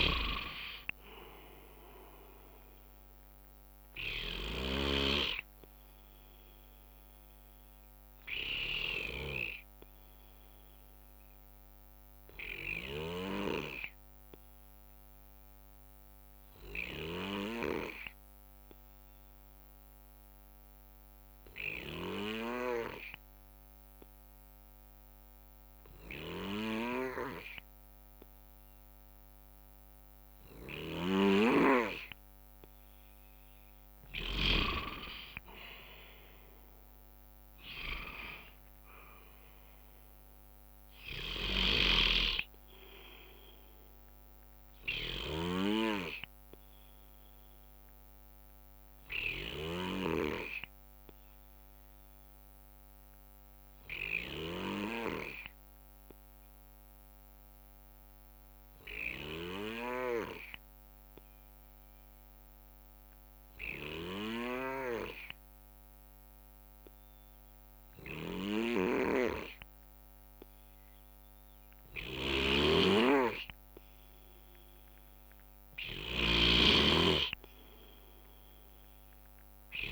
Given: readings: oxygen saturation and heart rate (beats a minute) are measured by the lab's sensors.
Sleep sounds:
breathing in sleep by a microphone on the trachea; 2
0.00-5.00 s: snoring (device-marked)
0.00-17.00 s: oxygen desaturation (device-marked, oxygen 92% lowest, heart rate 55 extreme)
4.00-10.00 s: bradycardia (device-marked, heart rate 70 before, 55 extreme)
11.50-33.50 s: obstructive apnea (oxygen 96% before, 92% lowest, heart rate 64 before, 55 extreme, up 8 after)
16.00-43.00 s: drop in pulse transit time (device-marked, heart rate 62 before, 61 extreme)
30.00-55.00 s: oxygen desaturation (device-marked, oxygen 98% before, 92% lowest, heart rate 62 before, 55 extreme)
35.50-41.00 s: arousal
41.50-50.00 s: snoring (device-marked)
43.00-57.00 s: bradycardia (device-marked, heart rate 70 before, 55 extreme)
49.00-73.50 s: obstructive apnea (oxygen 98% before, 91% lowest, heart rate 64 before, 59 extreme, up 4 after)
72.00-79.92 s: snoring (device-marked)
74.00-79.92 s: oxygen desaturation (device-marked, oxygen 97% before, 92% lowest, heart rate 61 before, 62 extreme)
75.00-79.50 s: arousal
From the record:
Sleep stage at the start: N2 (light sleep); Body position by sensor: on the right side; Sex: male

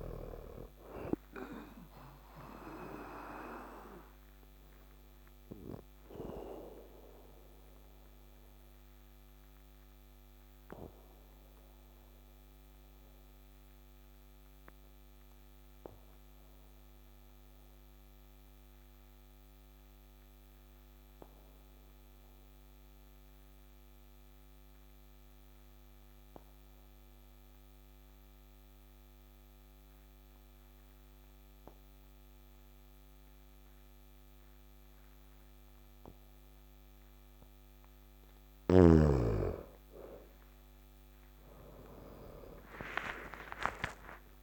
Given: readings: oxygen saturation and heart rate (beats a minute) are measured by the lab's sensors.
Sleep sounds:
breathing in sleep by a microphone on the trachea; 1
0.00-18.50 s: oxygen desaturation (device-marked, oxygen 89% lowest, heart rate 51 extreme)
2.00-36.50 s: obstructive apnea (oxygen 100% before, 86% lowest, heart rate 57 before, 50 extreme, up 7 after)
32.50-44.43 s: oxygen desaturation (device-marked, oxygen 99% before, 86% lowest, heart rate 53 before, 50 extreme)
40.50-44.43 s: arousal
From the record:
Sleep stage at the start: N2 (light sleep); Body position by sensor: on the back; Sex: male

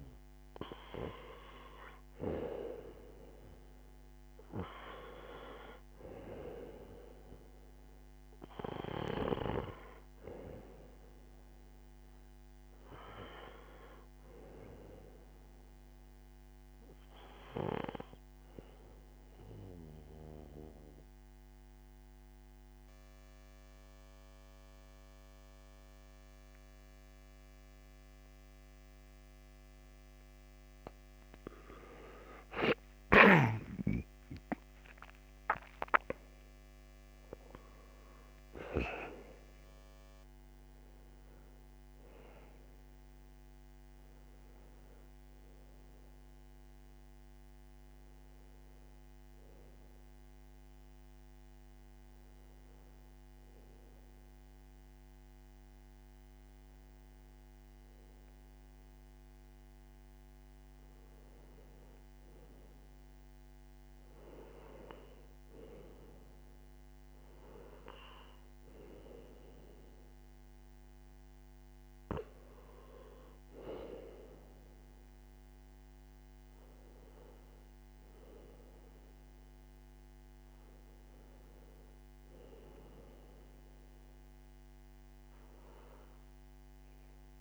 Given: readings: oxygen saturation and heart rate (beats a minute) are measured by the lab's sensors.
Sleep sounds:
breathing in sleep by a microphone on the trachea; 1
0.00-3.50 s: oxygen desaturation (device-marked, oxygen 90% lowest, heart rate 59 extreme)
12.50-30.50 s: oxygen desaturation (device-marked, oxygen 94% before, 89% lowest, heart rate 64 before, 59 extreme)
19.50-32.50 s: obstructive apnea (oxygen 94% before, 89% lowest, heart rate 62 before, 60 extreme, up 18 after)
34.00-38.50 s: arousal
54.50-71.50 s: oxygen desaturation (device-marked, oxygen 93% before, 89% lowest, heart rate 65 before, 60 extreme)
From the record:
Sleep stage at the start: N1 (lightest sleep); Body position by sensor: on the back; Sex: male

